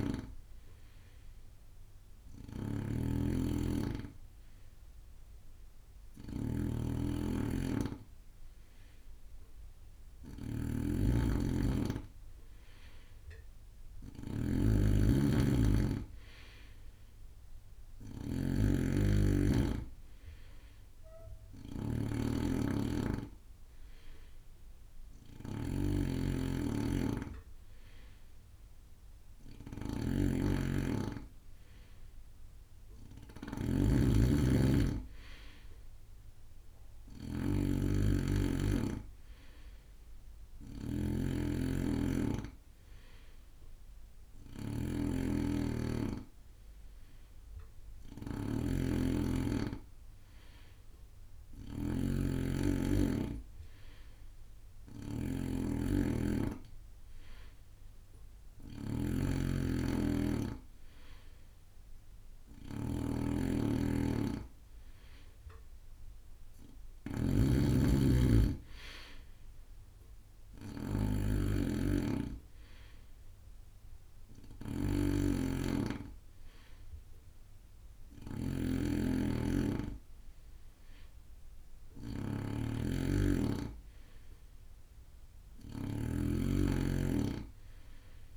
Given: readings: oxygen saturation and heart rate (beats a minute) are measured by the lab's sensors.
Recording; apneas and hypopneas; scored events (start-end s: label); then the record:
breathing in sleep by a room microphone; 1
0.00-88.37 s: snoring (device-marked)
0.50-11.00 s: hypopnea (oxygen 99% before, 93% lowest)
11.50-36.50 s: oxygen desaturation (device-marked, oxygen 96% before, 93% lowest)
From the record:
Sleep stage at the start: N2 (light sleep); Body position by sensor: on the right side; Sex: male